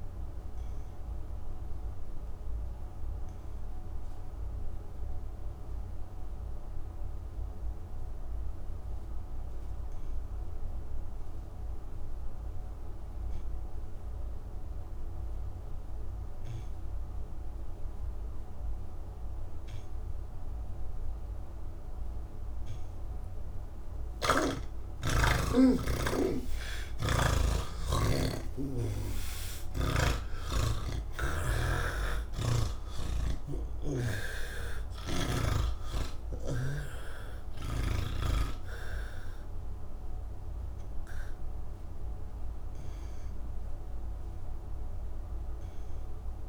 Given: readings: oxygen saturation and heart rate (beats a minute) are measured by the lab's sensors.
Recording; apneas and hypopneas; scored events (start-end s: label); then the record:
breathing in sleep by a room microphone; none
0.00-11.00 s: oxygen desaturation (device-marked, oxygen 82% lowest, heart rate 67 extreme)
21.00-46.49 s: oxygen desaturation (device-marked, oxygen 99% before, 81% lowest, heart rate 71 before, 70 extreme)
23.50-27.00 s: snoring (device-marked)
31.50-35.00 s: snoring (device-marked)
From the record:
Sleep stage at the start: N3 (deep sleep); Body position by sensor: on the back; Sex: male